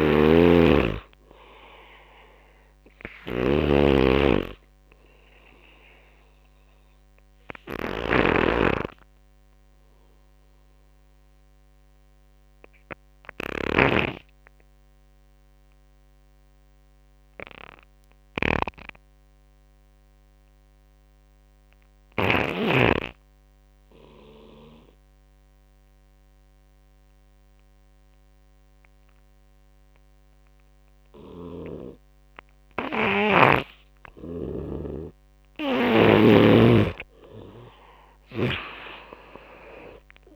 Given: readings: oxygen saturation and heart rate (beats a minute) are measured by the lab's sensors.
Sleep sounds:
breathing in sleep by a microphone on the trachea; 1
0.00-12.50 s: oxygen desaturation (device-marked, oxygen 85% lowest)
0.00-22.00 s: snoring (device-marked)
5.50-34.00 s: obstructive apnea (oxygen 96% before, 85% lowest)
24.50-37.50 s: oxygen desaturation (device-marked, oxygen 100% before, 88% lowest)
30.50-38.00 s: snoring (device-marked)
36.00-39.50 s: arousal
From the record:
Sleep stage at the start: N2 (light sleep); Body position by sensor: on the right side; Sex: male

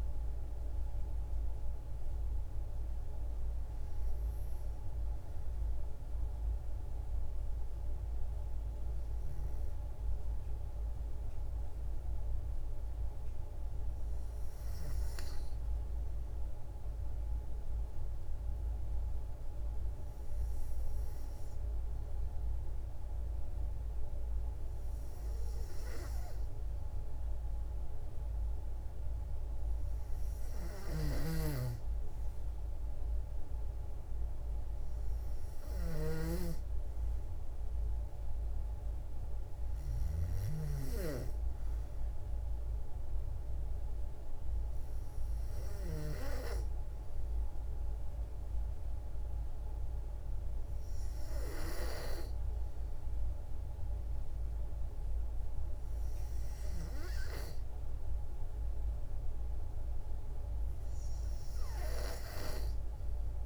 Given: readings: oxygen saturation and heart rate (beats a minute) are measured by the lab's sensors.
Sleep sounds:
breathing in sleep by a room microphone; 1
0.00-12.50 s: oxygen desaturation (device-marked, oxygen 90% lowest, heart rate 54 extreme)
11.00-27.00 s: hypopnea (oxygen 95% before, 92% lowest, heart rate 60 before, 56 extreme, up 3 after)
28.00-30.50 s: arousal
31.00-36.00 s: snoring (device-marked)
31.50-49.50 s: oxygen desaturation (device-marked, oxygen 96% before, 92% lowest, heart rate 57 before, 56 extreme)
From the record:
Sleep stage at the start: N2 (light sleep); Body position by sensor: on the back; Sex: female

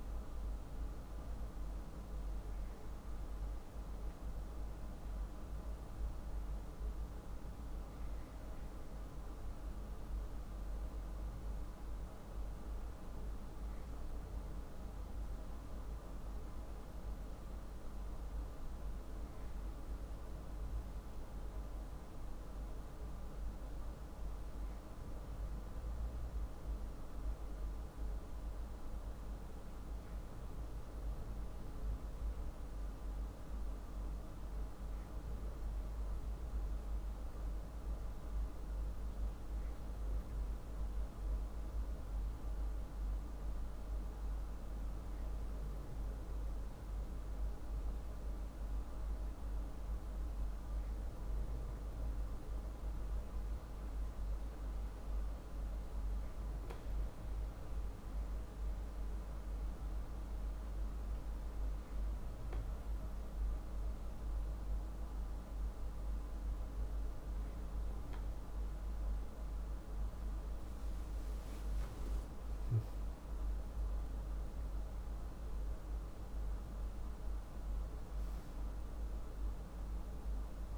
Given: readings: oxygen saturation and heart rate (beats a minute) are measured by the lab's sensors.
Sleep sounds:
breathing in sleep, hard to hear, by a room microphone; none
72.00-75.50 s: arousal
From the record:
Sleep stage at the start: N2 (light sleep); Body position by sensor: on the back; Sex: male

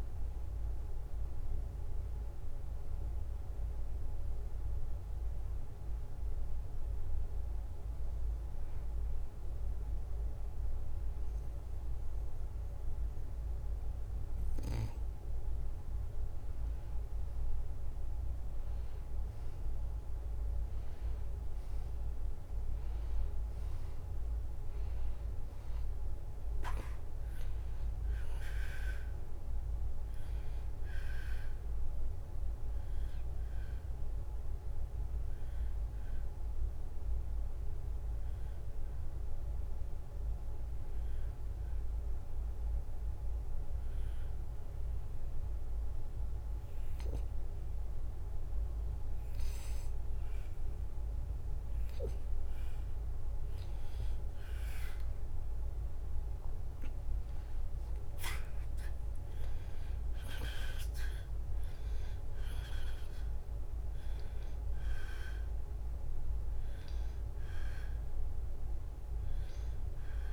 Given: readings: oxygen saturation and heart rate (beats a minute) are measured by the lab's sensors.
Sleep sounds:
breathing in sleep, hard to hear, by a room microphone; 2
0.00-7.00 s: oxygen desaturation (device-marked, oxygen 88% lowest, heart rate 72 extreme)
4.00-16.50 s: hypopnea (oxygen 94% before, 90% lowest, heart rate 77 before, 72 extreme, up 1 after)
18.50-22.50 s: arousal
22.00-41.00 s: oxygen desaturation (device-marked, oxygen 95% before, 90% lowest, heart rate 74 before, 72 extreme)
32.50-53.00 s: obstructive apnea (oxygen 95% before, 90% lowest, heart rate 74 before, 72 extreme, up 4 after)
56.50-60.50 s: arousal
59.00-70.32 s: oxygen desaturation (device-marked, oxygen 94% before, 90% lowest, heart rate 73 before, 71 extreme)
From the record:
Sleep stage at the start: N2 (light sleep); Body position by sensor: on the back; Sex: male

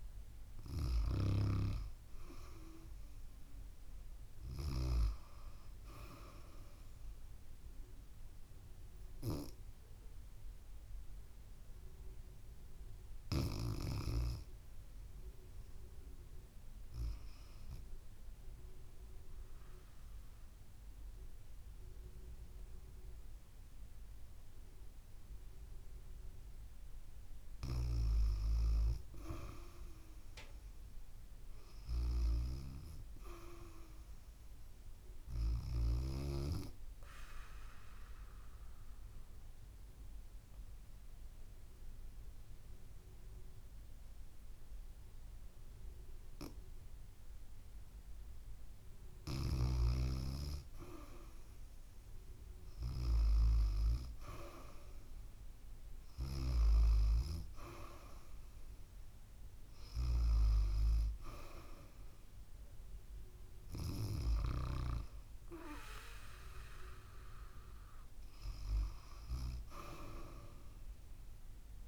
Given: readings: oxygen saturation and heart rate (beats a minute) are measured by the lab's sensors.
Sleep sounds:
breathing in sleep by a room microphone; 2
18.50-28.50 s: obstructive apnea (oxygen 96% before, 89% lowest, heart rate 71 before, 68 extreme, up 0 after)
29.00-52.00 s: oxygen desaturation (device-marked, oxygen 96% before, 92% lowest, heart rate 70 before, 68 extreme)
30.50-33.00 s: arousal
38.00-49.00 s: obstructive apnea (oxygen 96% before, 89% lowest, heart rate 69 before, 68 extreme, up 2 after)
52.50-55.50 s: arousal
61.00-71.88 s: oxygen desaturation (device-marked, oxygen 94% before, 89% lowest, heart rate 70 before, 68 extreme)
From the record:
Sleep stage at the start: REM sleep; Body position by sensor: on the back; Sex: female

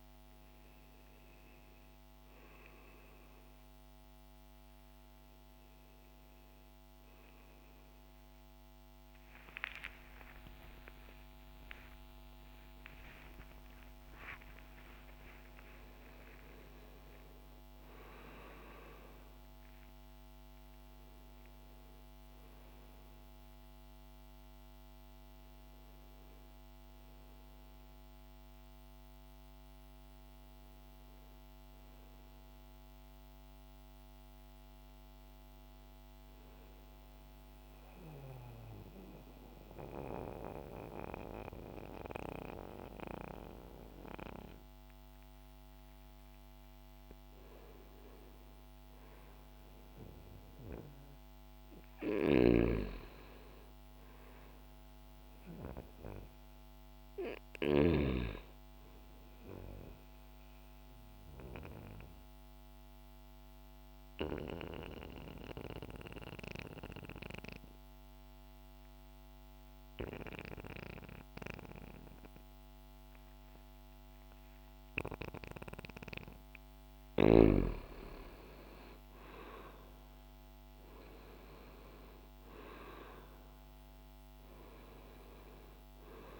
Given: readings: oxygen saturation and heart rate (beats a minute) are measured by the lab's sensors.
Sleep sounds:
breathing in sleep by a microphone on the trachea; 2
0.00-7.50 s: oxygen desaturation (device-marked, oxygen 90% lowest, heart rate 63 extreme)
9.50-14.50 s: arousal
19.50-86.40 s: new sleep stage, N2 (light sleep)
36.00-46.50 s: mixed apnea (oxygen 98% before, 89% lowest, heart rate 80 before, 59 extreme, up 2 after)
49.50-53.50 s: arousal
49.50-75.50 s: oxygen desaturation (device-marked, oxygen 98% before, 92% lowest, heart rate 64 before, 59 extreme)
59.50-75.00 s: obstructive apnea (oxygen 98% before, 89% lowest, heart rate 62 before, 60 extreme, up 5 after)
77.00-81.00 s: arousal
82.50-86.40 s: oxygen desaturation (device-marked, oxygen 95% before, 89% lowest, heart rate 63 before, 61 extreme)
From the record:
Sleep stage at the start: N1 (lightest sleep); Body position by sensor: on the back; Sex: male

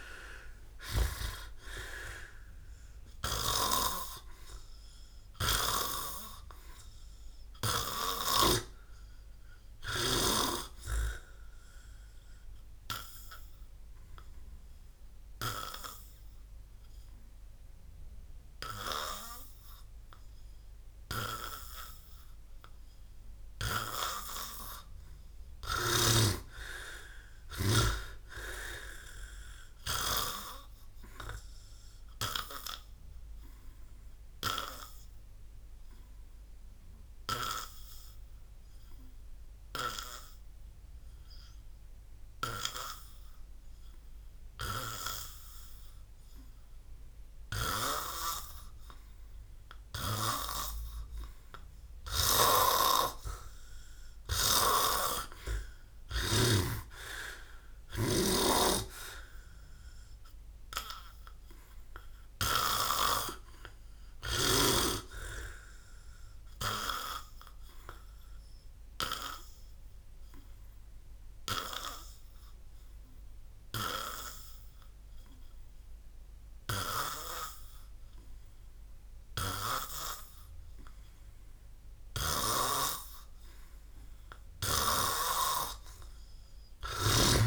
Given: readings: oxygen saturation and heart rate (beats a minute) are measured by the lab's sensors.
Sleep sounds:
breathing in sleep by a room microphone; 3
0.00-1.00 s: arousal
0.00-1.00 s: snoring (device-marked)
10.50-24.00 s: hypopnea (oxygen 89% before, 87% lowest, heart rate 95 before, 57 extreme, up 45 after)
25.50-29.50 s: arousal
37.00-47.00 s: obstructive apnea (oxygen 99% before, 90% lowest, heart rate 87 before, 55 extreme, up 0 after)
50.00-54.00 s: arousal
54.00-58.00 s: snoring (device-marked)
66.00-87.47 s: oxygen desaturation (device-marked, oxygen 98% before, 90% lowest, heart rate 64 before, 56 extreme)
66.50-82.50 s: hypopnea (oxygen 100% before, 90% lowest, heart rate 64 before, 56 extreme, up 21 after)
From the record:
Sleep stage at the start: N2 (light sleep); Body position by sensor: on the back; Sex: male

